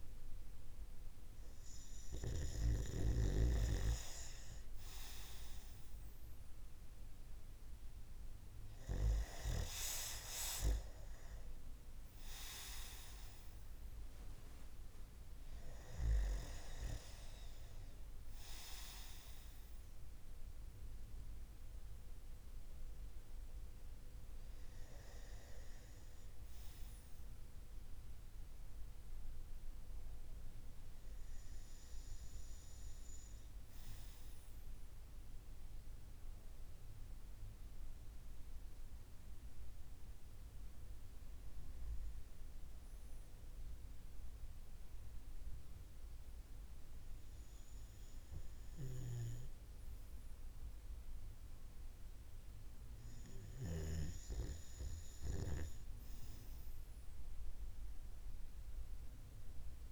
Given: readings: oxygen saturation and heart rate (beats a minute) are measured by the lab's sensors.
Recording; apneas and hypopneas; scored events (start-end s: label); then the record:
breathing in sleep by a room microphone; none
none scored
From the record:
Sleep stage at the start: REM sleep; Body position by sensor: on the right side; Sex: male